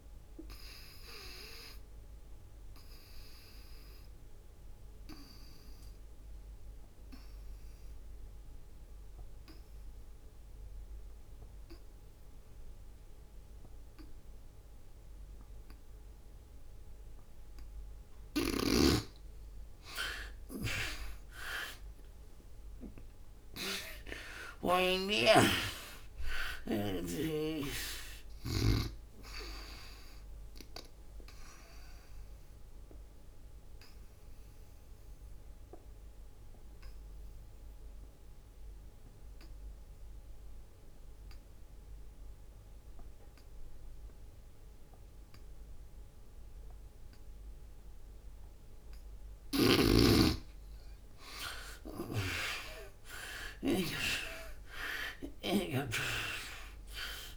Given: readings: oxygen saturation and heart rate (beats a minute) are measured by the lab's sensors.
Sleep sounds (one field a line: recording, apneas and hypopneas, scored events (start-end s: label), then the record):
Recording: breathing in sleep by a room microphone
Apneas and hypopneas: 2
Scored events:
0.00-14.00 s: oxygen desaturation (device-marked, oxygen 77% lowest, heart rate 65 extreme)
1.50-18.00 s: obstructive apnea (oxygen 98% before, 76% lowest, heart rate 78 before, 64 extreme, up 22 after)
16.00-42.00 s: oxygen desaturation (device-marked, oxygen 99% before, 76% lowest, heart rate 81 before, 63 extreme)
21.50-27.00 s: arousal
32.00-48.50 s: obstructive apnea (oxygen 99% before, 76% lowest, heart rate 78 before, 63 extreme, up 21 after)
49.00-57.37 s: snoring (device-marked)
52.50-56.50 s: arousal
From the record:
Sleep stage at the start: N2 (light sleep)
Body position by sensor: on the back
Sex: female